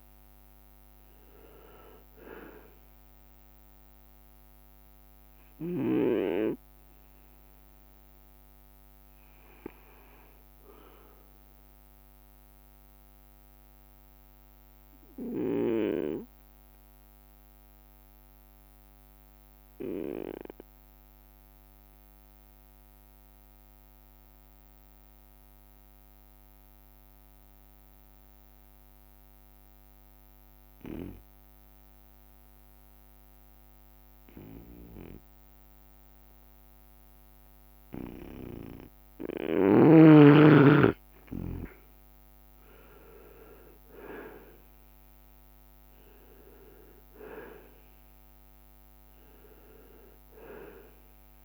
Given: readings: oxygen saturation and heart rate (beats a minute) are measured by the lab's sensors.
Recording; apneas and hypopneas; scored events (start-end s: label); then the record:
breathing in sleep by a microphone on the trachea; 1
0.00-4.00 s: drop in pulse transit time (device-marked, heart rate 66 extreme)
0.00-18.00 s: oxygen desaturation (device-marked, oxygen 93% lowest, heart rate 63 extreme)
7.50-13.00 s: leg movement (device-marked)
13.00-39.00 s: obstructive apnea (oxygen 97% before, 91% lowest, heart rate 67 before, 63 extreme, up 4 after)
23.50-25.50 s: long interval between heartbeats (device-marked, heart rate 65 before, 74 extreme)
27.00-29.00 s: long interval between heartbeats (device-marked, heart rate 67 before, 85 extreme)
30.00-32.00 s: long interval between heartbeats (device-marked, heart rate 70 before, 93 extreme)
36.00-51.45 s: oxygen desaturation (device-marked, oxygen 98% before, 91% lowest, heart rate 77 before, 65 extreme)
38.50-40.00 s: leg movement (device-marked)
39.00-44.00 s: arousal
42.00-51.45 s: drop in pulse transit time (device-marked, heart rate 77 before, 67 extreme)
42.50-44.50 s: leg movement (device-marked)
From the record:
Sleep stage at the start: N2 (light sleep); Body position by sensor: on the right side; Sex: male